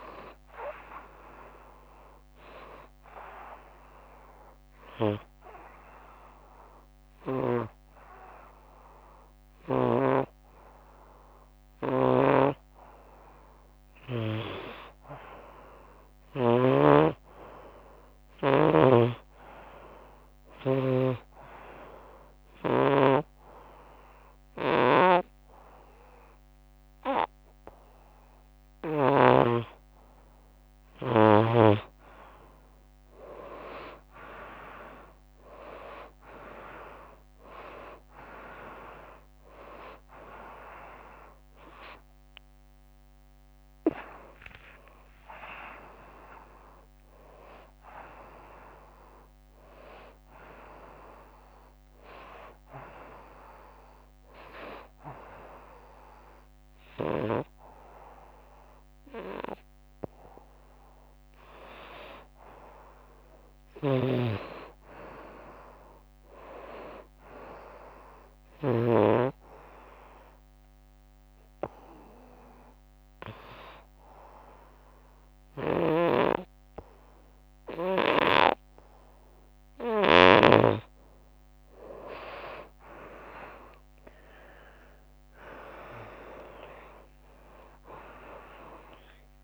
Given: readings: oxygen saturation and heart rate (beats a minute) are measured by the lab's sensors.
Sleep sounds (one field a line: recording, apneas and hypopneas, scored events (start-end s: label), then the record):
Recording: breathing in sleep by a microphone on the trachea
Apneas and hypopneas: 3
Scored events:
0.00-12.00 s: oxygen desaturation (device-marked, oxygen 96% before, 89% lowest, heart rate 90 before, 76 extreme)
1.50-13.00 s: obstructive apnea (oxygen 97% before, 89% lowest, heart rate 90 before, 76 extreme)
12.00-16.50 s: snoring (device-marked)
15.50-18.50 s: arousal
18.50-29.00 s: snoring (device-marked)
21.50-31.50 s: obstructive apnea (oxygen 97% before, 89% lowest, heart rate 86 before, 76 extreme, up 8 after)
24.00-34.00 s: oxygen desaturation (device-marked, oxygen 97% before, 90% lowest, heart rate 84 before, 76 extreme)
36.00-54.00 s: oxygen desaturation (device-marked, oxygen 94% before, 89% lowest, heart rate 84 before, 83 extreme)
40.50-44.50 s: arousal
63.50-69.00 s: snoring (device-marked)
70.00-80.00 s: oxygen desaturation (device-marked, oxygen 95% before, 91% lowest, heart rate 91 before, 73 extreme)
70.00-81.00 s: obstructive apnea (oxygen 97% before, 87% lowest, heart rate 91 before, 73 extreme, up 3 after)
84.50-89.44 s: arousal
85.00-89.44 s: oxygen desaturation (device-marked, oxygen 94% before, 87% lowest, heart rate 86 before, 80 extreme)
From the record:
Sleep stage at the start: N2 (light sleep)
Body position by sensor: on the front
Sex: female